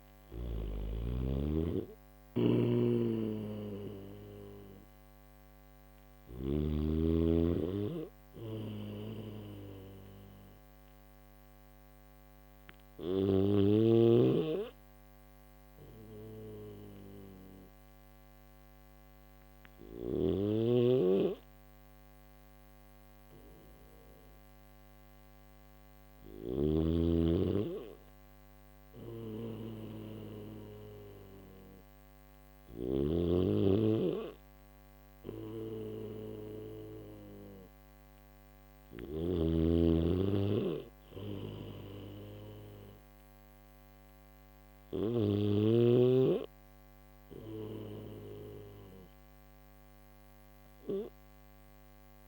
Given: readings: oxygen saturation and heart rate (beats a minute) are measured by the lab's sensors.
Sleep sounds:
breathing in sleep by a microphone on the trachea; none
2.00-6.00 s: snoring (device-marked)
2.50-26.50 s: oxygen desaturation (device-marked, oxygen 97% before, 93% lowest, heart rate 71 before, 68 extreme)
13.00-19.50 s: snoring (device-marked)
25.50-44.50 s: snoring (device-marked)
From the record:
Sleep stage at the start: N1 (lightest sleep); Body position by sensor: on the back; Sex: male

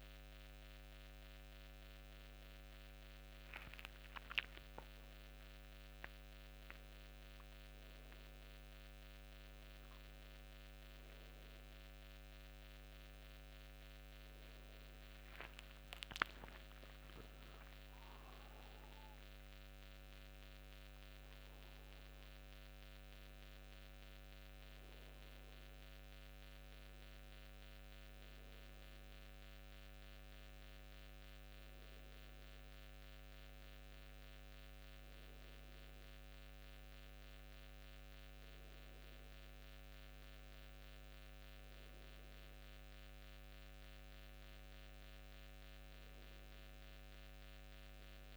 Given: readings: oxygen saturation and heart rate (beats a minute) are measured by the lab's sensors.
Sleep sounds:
a person awake in a sleep study, hard to hear, by a microphone on the trachea; none
30.00-48.37 s: new sleep stage, N1 (lightest sleep)
From the record:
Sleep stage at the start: awake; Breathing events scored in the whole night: 12 in 4.4 hours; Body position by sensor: on the back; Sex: male

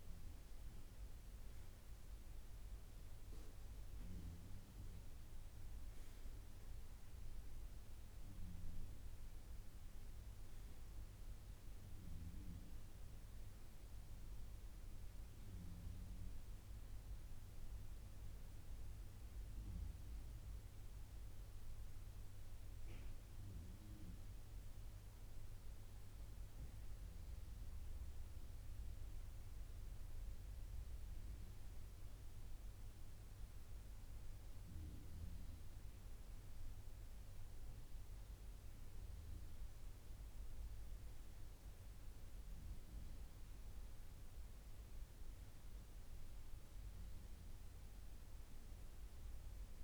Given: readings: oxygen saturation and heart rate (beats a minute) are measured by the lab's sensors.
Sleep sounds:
breathing in sleep, hard to hear, by a room microphone; none
none scored
From the record:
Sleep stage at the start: N2 (light sleep); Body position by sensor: on the right side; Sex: male

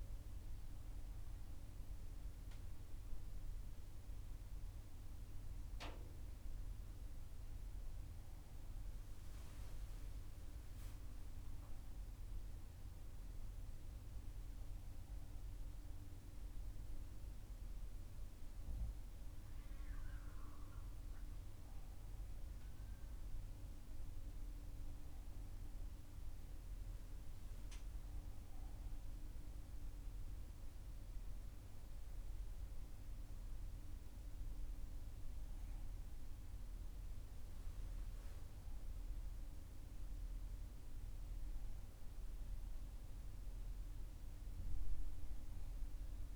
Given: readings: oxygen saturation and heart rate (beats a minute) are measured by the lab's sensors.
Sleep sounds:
breathing in sleep, hard to hear, by a room microphone; none
1.50-46.36 s: new sleep stage, N2 (light sleep)
33.00-37.50 s: arousal
From the record:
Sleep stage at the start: N1 (lightest sleep); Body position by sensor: on the left side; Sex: female

